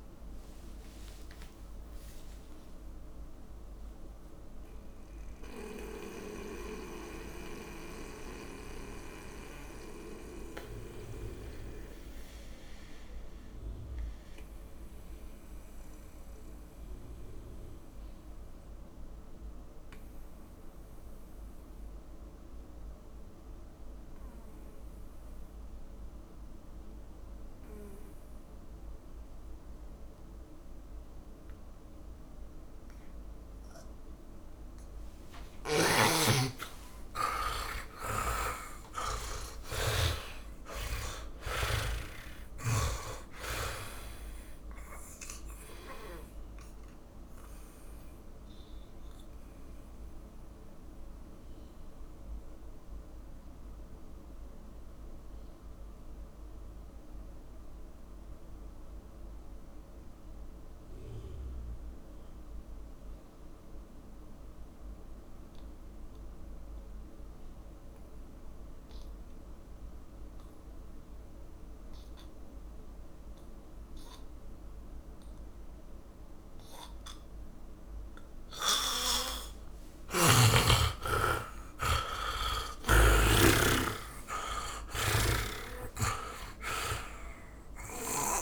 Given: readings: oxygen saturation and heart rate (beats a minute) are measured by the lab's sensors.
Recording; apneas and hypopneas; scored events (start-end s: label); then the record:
breathing in sleep by a room microphone; 2
0.00-3.50 s: tachycardia (device-marked, heart rate 160 extreme)
2.50-11.50 s: oxygen desaturation (device-marked, oxygen 87% before, 84% lowest, heart rate 80 before, 49 extreme)
2.50-36.00 s: mixed apnea (oxygen 100% before, 77% lowest, heart rate 80 before, 49 extreme)
13.50-23.50 s: oxygen desaturation (device-marked, oxygen 94% before, 77% lowest, heart rate 104 before, 49 extreme)
32.50-44.50 s: oxygen desaturation (device-marked, oxygen 100% before, 92% lowest, heart rate 58 before, 55 extreme)
36.50-41.50 s: tachycardia (device-marked, heart rate 66 before, 108 extreme)
37.00-43.00 s: arousal
38.00-42.00 s: snoring (device-marked)
45.50-79.50 s: mixed apnea (oxygen 100% before, 76% lowest, heart rate 71 before, 46 extreme)
46.50-68.50 s: oxygen desaturation (device-marked, oxygen 94% before, 79% lowest, heart rate 73 before, 46 extreme)
70.50-88.42 s: oxygen desaturation (device-marked, oxygen 100% before, 76% lowest, heart rate 60 before, 44 extreme)
80.50-84.00 s: arousal
82.50-84.50 s: tachycardia (device-marked, heart rate 66 before, 92 extreme)
85.00-88.42 s: snoring (device-marked)
From the record:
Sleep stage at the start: N2 (light sleep); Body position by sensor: on the back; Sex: male